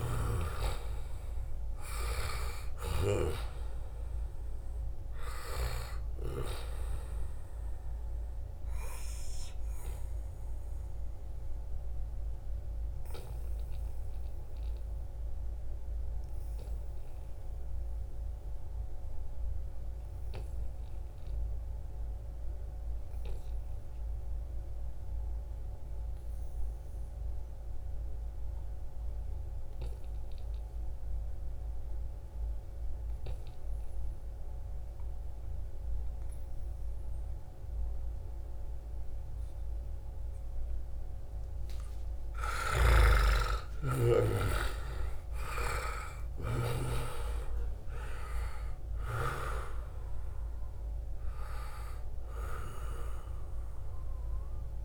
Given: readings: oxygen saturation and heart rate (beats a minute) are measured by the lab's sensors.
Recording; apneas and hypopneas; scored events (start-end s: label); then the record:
breathing in sleep by a room microphone; 1
0.00-17.50 s: oxygen desaturation (device-marked, oxygen 86% lowest, heart rate 68 extreme)
9.00-42.00 s: obstructive apnea (oxygen 96% before, 86% lowest, heart rate 75 before, 70 extreme, up 19 after)
35.50-54.85 s: oxygen desaturation (device-marked, oxygen 97% before, 87% lowest, heart rate 73 before, 70 extreme)
42.00-46.50 s: snoring (device-marked)
42.50-48.50 s: arousal
From the record:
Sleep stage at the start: N2 (light sleep); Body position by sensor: on the right side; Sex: male